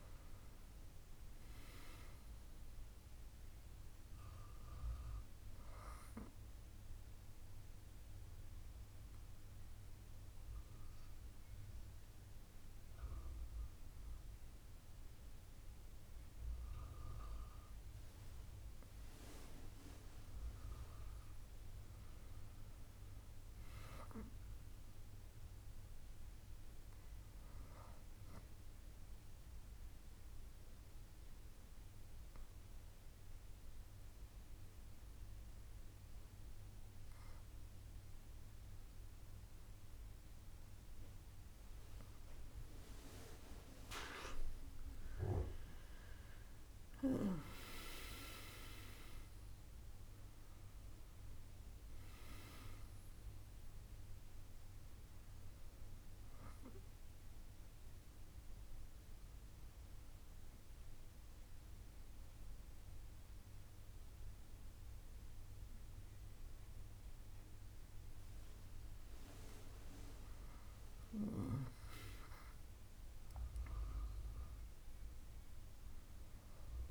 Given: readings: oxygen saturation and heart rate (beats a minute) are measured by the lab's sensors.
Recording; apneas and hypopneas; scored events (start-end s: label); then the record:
breathing in sleep by a room microphone; 3
7.50-19.00 s: obstructive apnea (oxygen 99% before, 96% lowest, heart rate 72 before, 67 extreme, up 8 after)
21.00-24.50 s: arousal
30.00-44.00 s: obstructive apnea (oxygen 99% before, 96% lowest, heart rate 71 before, 65 extreme, up 7 after)
46.00-50.00 s: arousal
57.50-70.00 s: obstructive apnea (oxygen 98% before, 96% lowest, heart rate 70 before, 65 extreme, up 10 after)
71.50-75.00 s: arousal
From the record:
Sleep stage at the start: N2 (light sleep); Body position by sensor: on the back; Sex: female